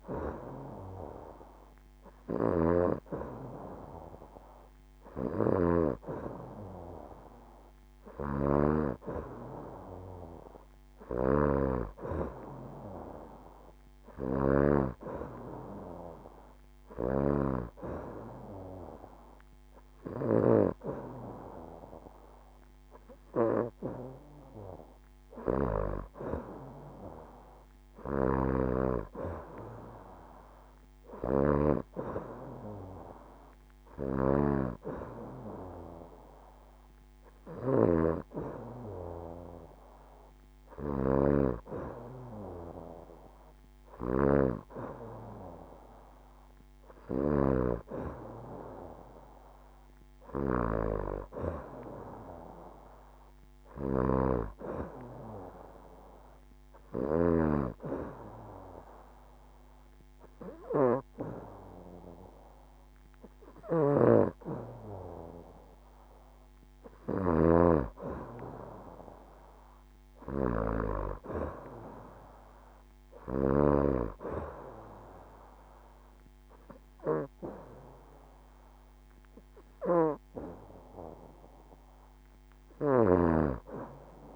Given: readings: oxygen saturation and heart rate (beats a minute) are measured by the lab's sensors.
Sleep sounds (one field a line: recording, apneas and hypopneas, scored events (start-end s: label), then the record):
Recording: breathing in sleep by a microphone on the trachea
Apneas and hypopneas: 1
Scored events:
51.00-54.00 s: arousal
57.50-68.00 s: obstructive apnea (oxygen 92% before, 90% lowest, heart rate 70 before, 68 extreme, up 5 after)
70.00-73.50 s: arousal
76.00-84.36 s: oxygen desaturation (device-marked, oxygen 93% before, 90% lowest, heart rate 70 before, 67 extreme)
From the record:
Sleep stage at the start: N2 (light sleep)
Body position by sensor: on the back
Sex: female